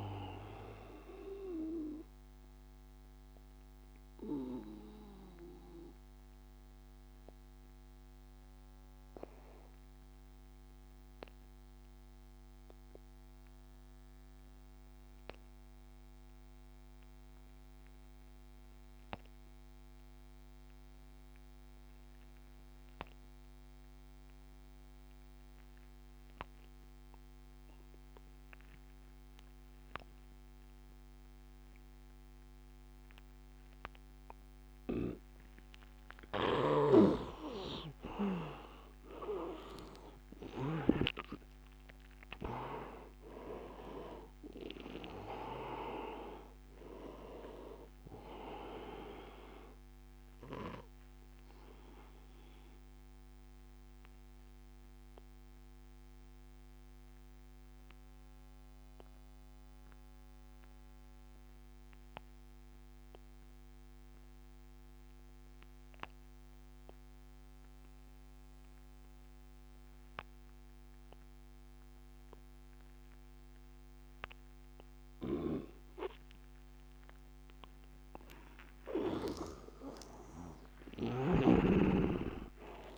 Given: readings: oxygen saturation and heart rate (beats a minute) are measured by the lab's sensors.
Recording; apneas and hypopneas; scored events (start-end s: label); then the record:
breathing in sleep by a microphone on the trachea; 2
0.00-12.50 s: oxygen desaturation (device-marked, oxygen 81% lowest, heart rate 78 extreme)
1.50-36.00 s: obstructive apnea (oxygen 97% before, 81% lowest, heart rate 88 before, 78 extreme, up 6 after)
26.50-62.50 s: oxygen desaturation (device-marked, oxygen 100% before, 81% lowest, heart rate 81 before, 83 extreme)
36.50-41.00 s: snoring (device-marked)
38.50-43.00 s: arousal
50.50-78.00 s: obstructive apnea (oxygen 98% before, 81% lowest, heart rate 88 before, 83 extreme, up 8 after)
70.50-82.98 s: oxygen desaturation (device-marked, oxygen 99% before, 83% lowest, heart rate 85 before, 74 extreme)
80.00-82.98 s: arousal
From the record:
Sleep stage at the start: N2 (light sleep); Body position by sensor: on the back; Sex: male